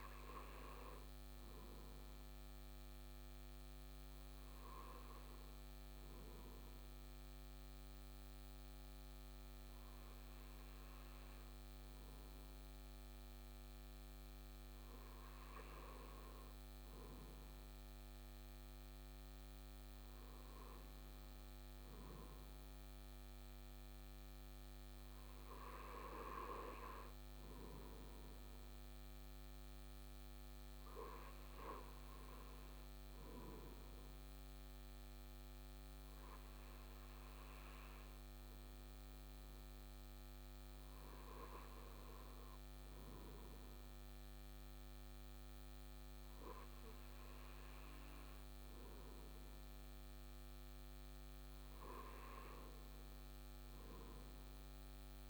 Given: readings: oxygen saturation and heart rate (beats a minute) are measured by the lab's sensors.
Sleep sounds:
breathing in sleep by a microphone on the trachea; none
none scored
From the record:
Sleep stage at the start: N2 (light sleep); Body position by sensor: on the right side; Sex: male

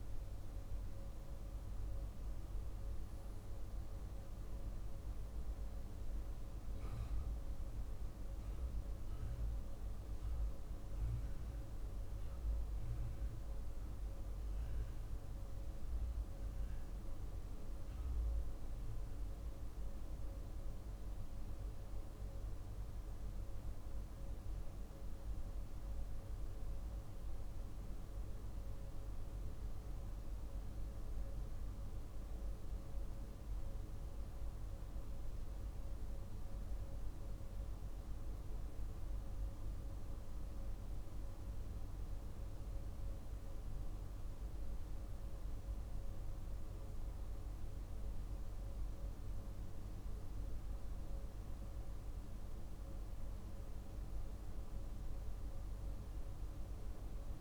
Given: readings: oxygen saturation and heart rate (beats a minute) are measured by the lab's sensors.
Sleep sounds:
breathing in sleep, hard to hear, by a room microphone; none
none scored
From the record:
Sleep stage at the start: N2 (light sleep); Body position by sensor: on the right side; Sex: male

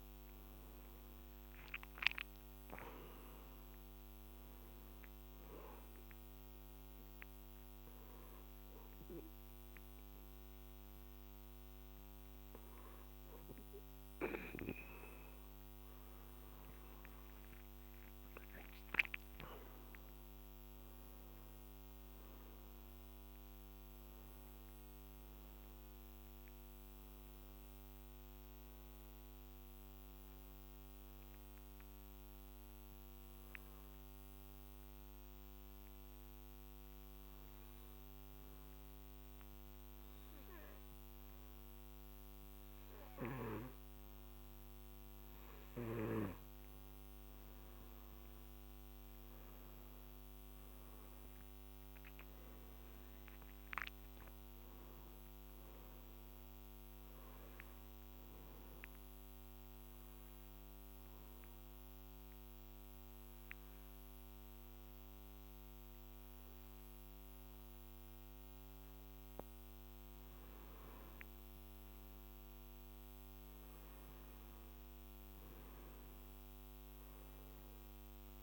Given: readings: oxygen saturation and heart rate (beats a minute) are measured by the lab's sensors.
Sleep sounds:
breathing in sleep by a microphone on the trachea; 3
0.00-3.00 s: arousal
3.00-24.00 s: oxygen desaturation (device-marked, oxygen 97% before, 92% lowest, heart rate 61 before, 49 extreme)
6.50-17.00 s: hypopnea (oxygen 97% before, 92% lowest, heart rate 64 before, 49 extreme, up 21 after)
19.00-23.00 s: arousal
33.00-46.00 s: obstructive apnea (oxygen 98% before, 93% lowest, heart rate 59 before, 48 extreme, up 16 after)
48.50-52.00 s: arousal
53.00-72.00 s: oxygen desaturation (device-marked, oxygen 97% before, 93% lowest, heart rate 57 before, 48 extreme)
60.00-71.00 s: obstructive apnea (oxygen 98% before, 92% lowest, heart rate 62 before, 50 extreme, up 12 after)
74.50-78.43 s: arousal
From the record:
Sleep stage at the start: N2 (light sleep); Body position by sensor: on the back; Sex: male

